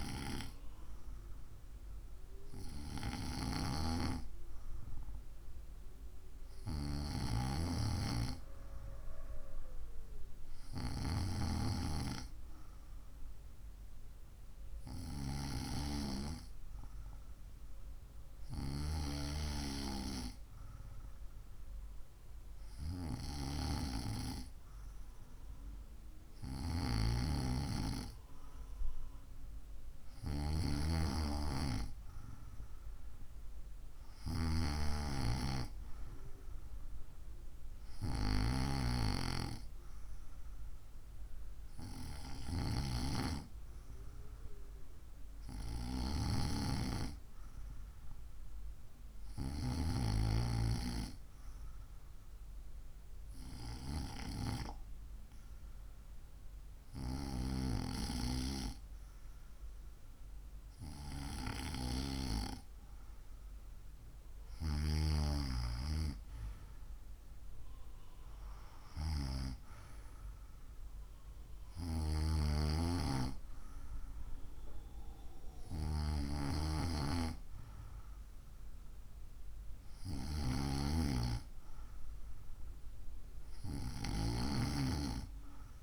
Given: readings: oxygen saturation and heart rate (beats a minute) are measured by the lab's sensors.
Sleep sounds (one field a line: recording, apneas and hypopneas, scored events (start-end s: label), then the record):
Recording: breathing in sleep by a room microphone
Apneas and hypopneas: none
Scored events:
none scored
From the record:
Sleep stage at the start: N2 (light sleep)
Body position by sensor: on the right side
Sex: female